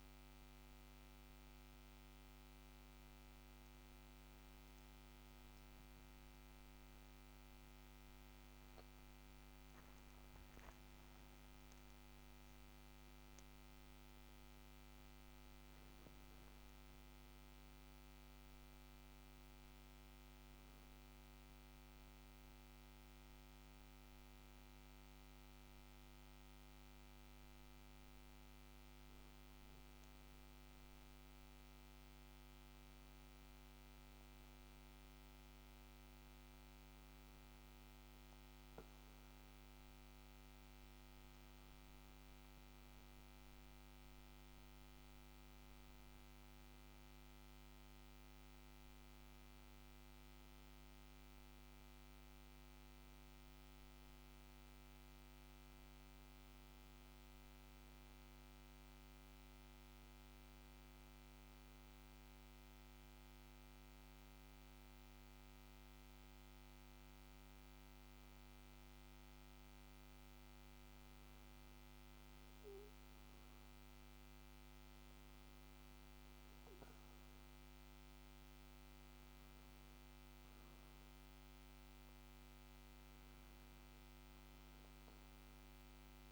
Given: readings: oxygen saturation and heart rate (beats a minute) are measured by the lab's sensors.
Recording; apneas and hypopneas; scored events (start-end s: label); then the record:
breathing in sleep, hard to hear, by a microphone on the trachea; 1
6.00-11.50 s: arousal
42.00-86.32 s: new sleep stage, N2 (light sleep)
60.50-74.50 s: hypopnea (oxygen 95% before, 92% lowest, heart rate 58 before, 58 extreme, up 1 after)
75.50-79.00 s: arousal
From the record:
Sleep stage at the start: N1 (lightest sleep); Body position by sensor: on the back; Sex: male